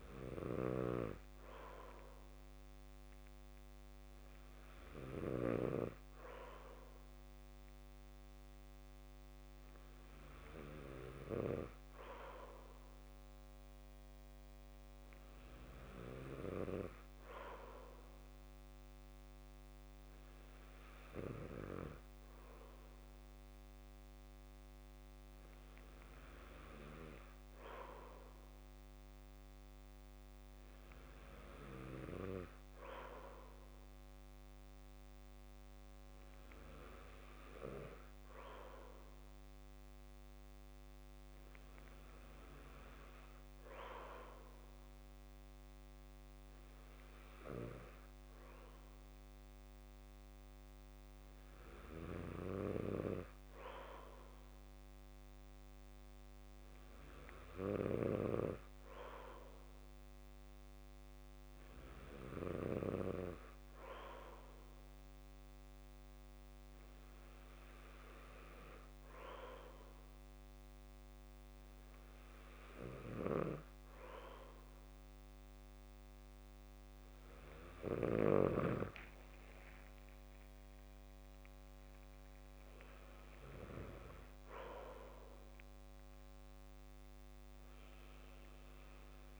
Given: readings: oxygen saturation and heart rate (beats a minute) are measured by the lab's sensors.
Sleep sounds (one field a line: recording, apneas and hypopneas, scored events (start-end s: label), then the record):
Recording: breathing in sleep by a microphone on the trachea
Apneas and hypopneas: none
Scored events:
79.50-82.00 s: arousal
From the record:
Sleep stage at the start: N2 (light sleep)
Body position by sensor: on the back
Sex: male